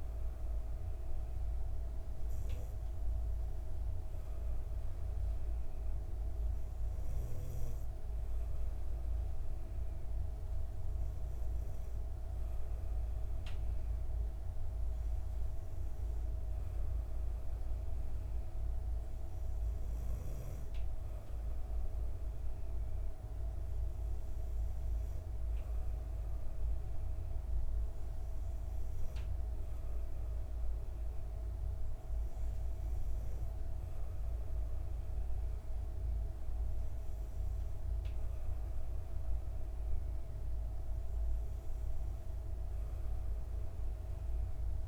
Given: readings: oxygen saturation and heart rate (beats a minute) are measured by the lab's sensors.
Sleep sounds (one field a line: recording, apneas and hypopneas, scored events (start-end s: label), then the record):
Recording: breathing in sleep, hard to hear, by a room microphone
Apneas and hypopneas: none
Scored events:
none scored
From the record:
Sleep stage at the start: N2 (light sleep)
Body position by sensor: on the back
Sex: female